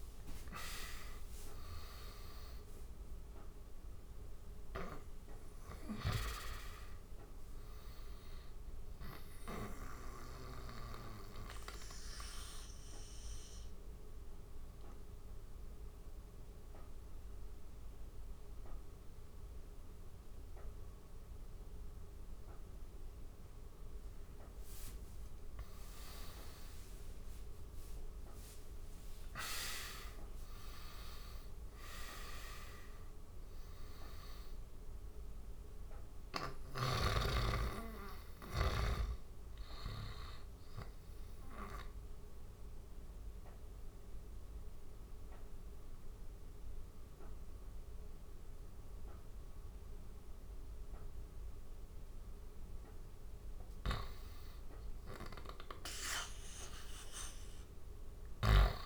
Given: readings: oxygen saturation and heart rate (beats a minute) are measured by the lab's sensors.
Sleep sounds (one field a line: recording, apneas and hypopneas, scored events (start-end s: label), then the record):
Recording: breathing in sleep by a room microphone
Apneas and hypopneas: 2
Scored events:
0.00-1.50 s: arousal
9.50-24.50 s: mixed apnea (oxygen 96% before, 92% lowest, heart rate 88 before, 81 extreme, up 10 after)
25.00-29.50 s: arousal
30.00-47.00 s: oxygen desaturation (device-marked, oxygen 96% before, 92% lowest, heart rate 85 before, 80 extreme)
40.00-53.50 s: obstructive apnea (oxygen 96% before, 91% lowest, heart rate 87 before, 80 extreme, up 4 after)
55.00-58.00 s: arousal
57.50-58.86 s: snoring (device-marked)
From the record:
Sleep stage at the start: N2 (light sleep)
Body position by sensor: on the right side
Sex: male